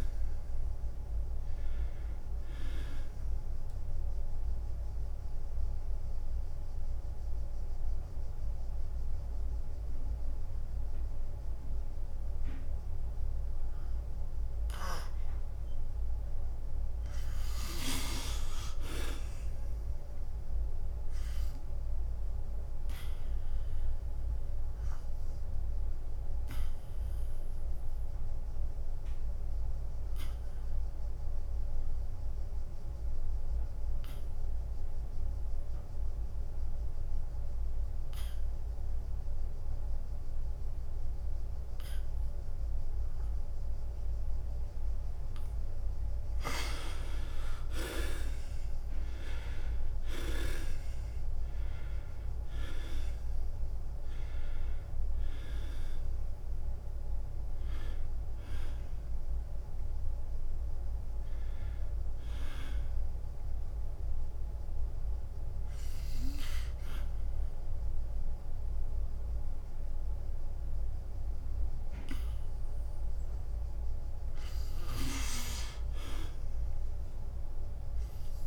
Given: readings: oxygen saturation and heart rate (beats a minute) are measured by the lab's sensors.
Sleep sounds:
breathing in sleep by a room microphone; 3
0.00-8.00 s: drop in pulse transit time (device-marked, heart rate 90 extreme)
5.00-17.00 s: central apnea (oxygen 90% before, 56% lowest, heart rate 91 before, 86 extreme, up 3 after)
16.00-26.00 s: oxygen desaturation (device-marked, oxygen 84% before, 56% lowest, heart rate 95 before, 86 extreme)
19.00-22.50 s: arousal
26.50-45.50 s: obstructive apnea (oxygen 85% before, 82% lowest, heart rate 93 before, 86 extreme, up 8 after)
35.00-54.00 s: oxygen desaturation (device-marked, oxygen 96% before, 84% lowest, heart rate 91 before, 88 extreme)
45.00-64.00 s: drop in pulse transit time (device-marked, heart rate 88 before, 89 extreme)
49.00-53.00 s: arousal
59.00-72.50 s: hypopnea (oxygen 96% before, 80% lowest, heart rate 91 before, 83 extreme, up 1 after)
74.50-78.00 s: arousal
76.00-78.47 s: oxygen desaturation (device-marked, oxygen 91% before, 82% lowest, heart rate 92 before, 83 extreme)
From the record:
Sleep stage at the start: N2 (light sleep); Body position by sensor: on the back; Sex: male

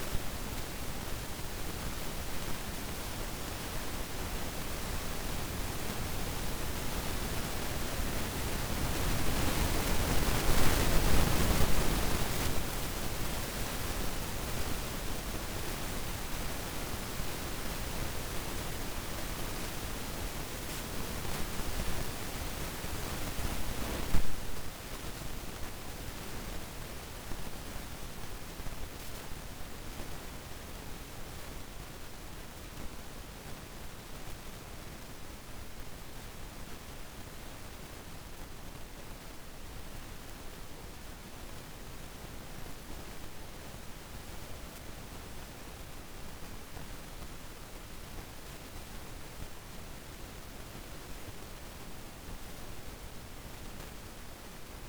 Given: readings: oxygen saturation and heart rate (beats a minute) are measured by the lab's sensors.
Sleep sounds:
breathing in sleep by a room microphone; none
0.00-8.00 s: oxygen desaturation (device-marked, oxygen 91% lowest, heart rate 52 extreme)
15.50-20.00 s: arousal
From the record:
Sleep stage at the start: REM sleep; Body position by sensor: on the back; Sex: female

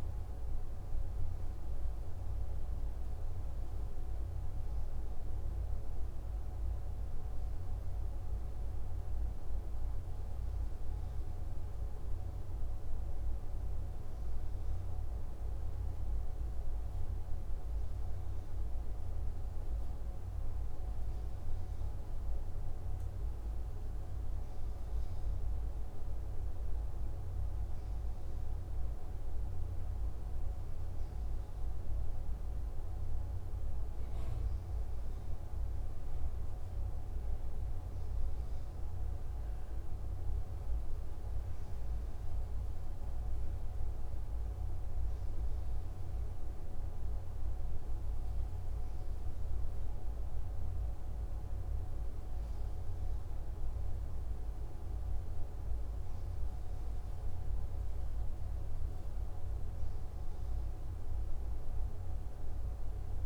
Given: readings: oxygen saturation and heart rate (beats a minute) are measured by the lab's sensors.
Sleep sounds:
breathing in sleep, hard to hear, by a room microphone; none
none scored
From the record:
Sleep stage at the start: N2 (light sleep); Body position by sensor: on the back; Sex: male

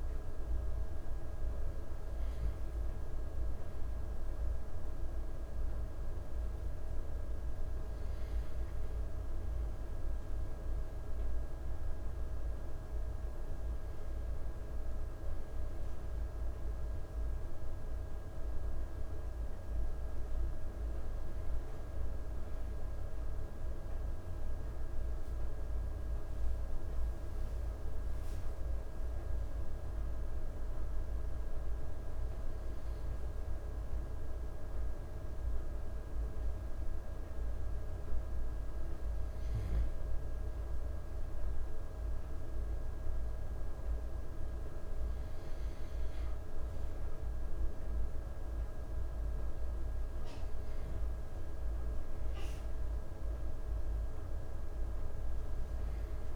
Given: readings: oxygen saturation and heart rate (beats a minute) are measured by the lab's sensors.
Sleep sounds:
breathing in sleep, hard to hear, by a room microphone; none
none scored
From the record:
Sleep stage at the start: N2 (light sleep); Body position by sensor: on the back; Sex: male

